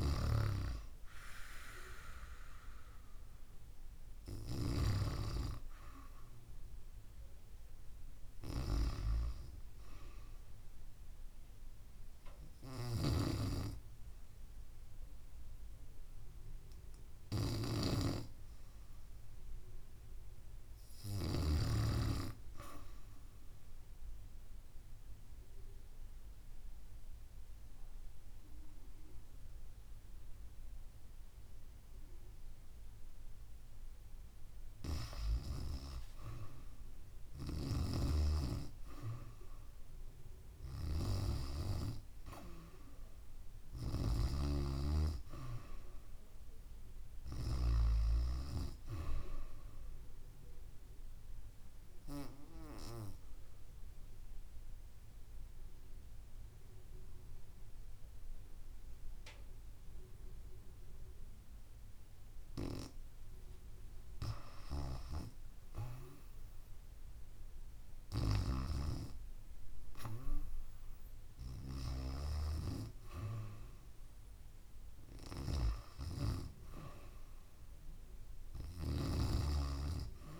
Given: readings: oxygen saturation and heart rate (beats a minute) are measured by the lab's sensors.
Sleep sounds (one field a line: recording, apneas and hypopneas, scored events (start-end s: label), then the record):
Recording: breathing in sleep by a room microphone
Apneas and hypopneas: 2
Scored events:
23.50-34.00 s: obstructive apnea (oxygen 95% before, 89% lowest, heart rate 74 before, 69 extreme, up 3 after)
35.50-39.00 s: arousal
42.00-58.00 s: oxygen desaturation (device-marked, oxygen 93% before, 89% lowest, heart rate 69 before, 68 extreme)
44.00-48.50 s: snoring (device-marked)
50.50-63.00 s: obstructive apnea (oxygen 95% before, 89% lowest, heart rate 70 before, 68 extreme, up 5 after)
64.00-68.00 s: arousal
69.00-80.40 s: oxygen desaturation (device-marked, oxygen 94% before, 89% lowest, heart rate 71 before, 69 extreme)
From the record:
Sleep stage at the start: REM sleep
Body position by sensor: on the back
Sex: female